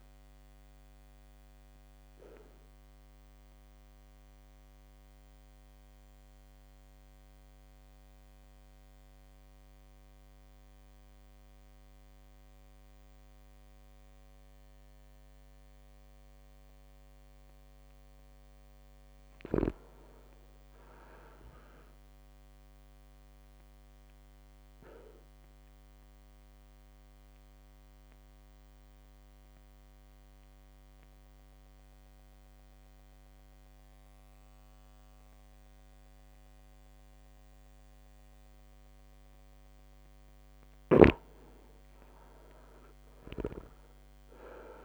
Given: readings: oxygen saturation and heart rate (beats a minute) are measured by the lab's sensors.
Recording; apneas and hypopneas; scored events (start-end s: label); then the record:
breathing in sleep by a microphone on the trachea; 2
2.50-15.50 s: obstructive apnea (oxygen 100% before, 95% lowest, heart rate 61 before, 54 extreme, up 6 after)
17.50-21.00 s: arousal
24.50-38.00 s: obstructive apnea (oxygen 100% before, 95% lowest, heart rate 57 before, 53 extreme, up 3 after)
26.50-44.84 s: oxygen desaturation (device-marked, oxygen 100% before, 95% lowest, heart rate 57 before, 53 extreme)
41.00-44.50 s: arousal
From the record:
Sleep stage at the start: N2 (light sleep); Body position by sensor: on the back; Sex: male